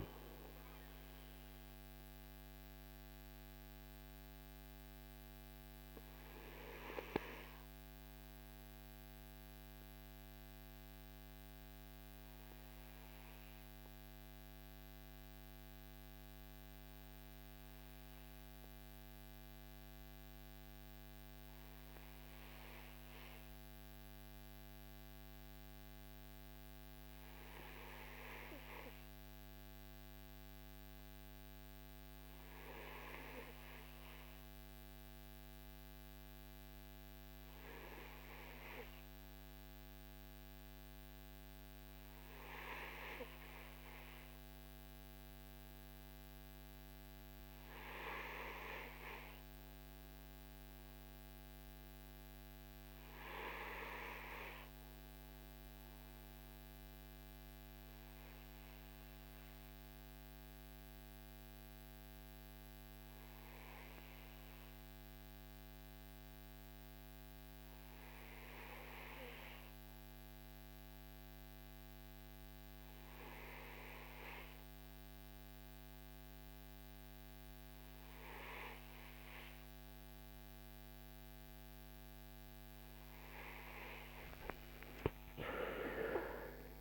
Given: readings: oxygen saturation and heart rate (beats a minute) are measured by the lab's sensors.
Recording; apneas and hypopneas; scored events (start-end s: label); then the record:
breathing in sleep by a microphone on the trachea; 1
0.50-82.50 s: mixed apnea (oxygen 88% before, 78% lowest, heart rate 60 before, 47 extreme, up 8 after)
7.00-19.00 s: oxygen desaturation (device-marked, oxygen 87% before, 83% lowest, heart rate 53 before, 47 extreme)
37.00-86.81 s: oxygen desaturation (device-marked, oxygen 97% before, 82% lowest, heart rate 53 before, 47 extreme)
83.50-86.81 s: arousal
86.00-86.81 s: new sleep stage, N1 (lightest sleep)
From the record:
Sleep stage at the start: REM sleep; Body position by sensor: on the back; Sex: male